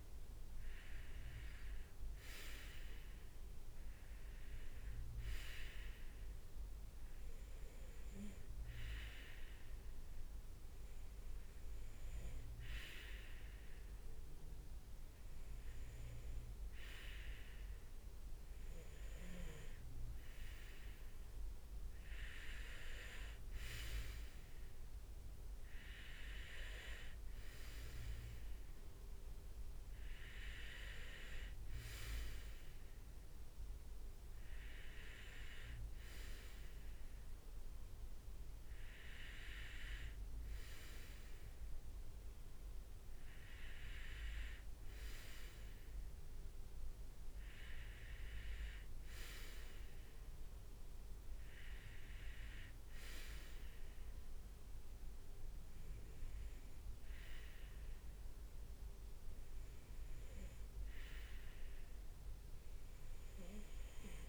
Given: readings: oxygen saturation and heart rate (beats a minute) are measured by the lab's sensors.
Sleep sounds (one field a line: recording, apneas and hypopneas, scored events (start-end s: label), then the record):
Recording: breathing in sleep by a room microphone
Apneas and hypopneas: 1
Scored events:
6.50-19.00 s: hypopnea (oxygen 96% before, 95% lowest, heart rate 69 before, 61 extreme, up 4 after)
20.50-24.50 s: arousal
From the record:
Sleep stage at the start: REM sleep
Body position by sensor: on the right side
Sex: male